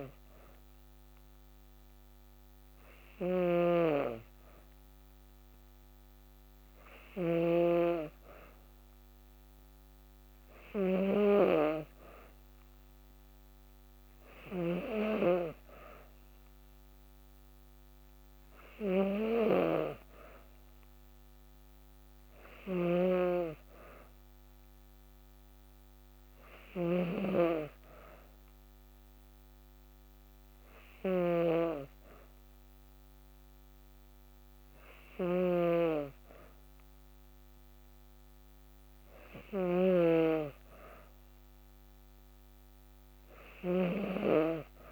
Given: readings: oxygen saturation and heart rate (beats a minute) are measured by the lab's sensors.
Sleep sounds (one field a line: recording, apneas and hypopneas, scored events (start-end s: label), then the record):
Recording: breathing in sleep by a microphone on the trachea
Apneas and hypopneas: none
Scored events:
0.00-7.00 s: snoring (device-marked)
22.00-44.92 s: snoring (device-marked)
From the record:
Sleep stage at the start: N2 (light sleep)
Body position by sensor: on the back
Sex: female